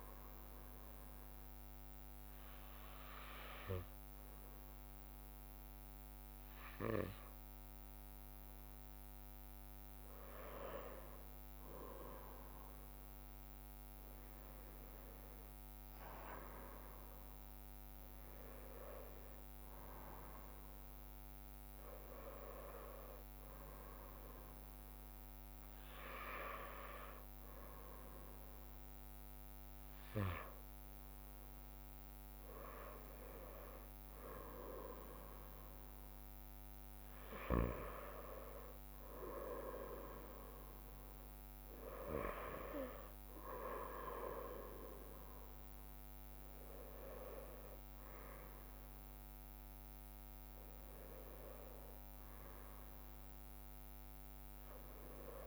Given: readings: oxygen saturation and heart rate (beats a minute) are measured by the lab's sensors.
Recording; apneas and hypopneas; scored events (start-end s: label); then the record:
breathing in sleep by a microphone on the trachea; 1
0.00-7.00 s: drop in pulse transit time (device-marked, heart rate 57 extreme)
0.50-11.00 s: obstructive apnea (oxygen 97% before, 96% lowest, heart rate 63 before, 56 extreme, up 15 after)
2.50-4.50 s: long interval between heartbeats (device-marked, heart rate 62 before, 68 extreme)
5.00-11.00 s: bradycardia (device-marked)
13.50-17.50 s: arousal
18.50-20.50 s: long interval between heartbeats (device-marked, heart rate 62 before, 71 extreme)
23.00-31.00 s: bradycardia (device-marked)
29.00-46.00 s: drop in pulse transit time (device-marked, heart rate 63 before, 57 extreme)
53.50-55.47 s: arousal
From the record:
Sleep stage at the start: N1 (lightest sleep); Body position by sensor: on the right side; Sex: male